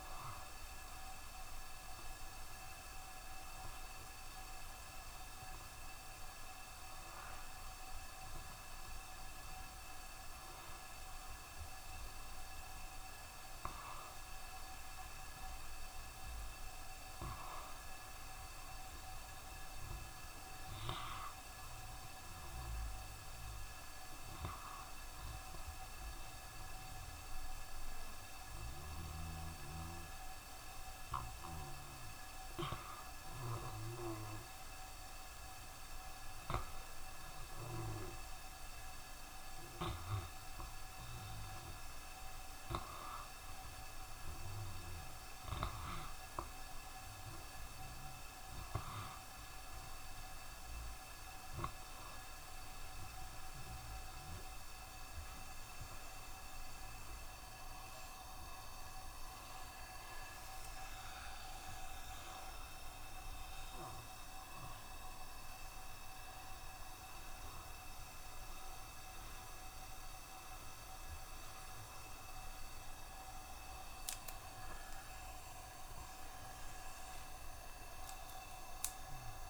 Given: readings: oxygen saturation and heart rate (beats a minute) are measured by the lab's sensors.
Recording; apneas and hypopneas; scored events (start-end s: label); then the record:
a person partly awake in a sleep study, by a room microphone; 1
13.00-43.00 s: new sleep stage, N2 (light sleep)
24.00-38.00 s: hypopnea (oxygen 93% before, 90% lowest, heart rate 67 before, 68 extreme, up 1 after)
43.00-73.00 s: new sleep stage, awake
61.50-63.50 s: long interval between heartbeats (device-marked, heart rate 69 before, 79 extreme)
73.00-79.50 s: new sleep stage, N1 (lightest sleep)
From the record:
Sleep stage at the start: N1 (lightest sleep); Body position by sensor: on the back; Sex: male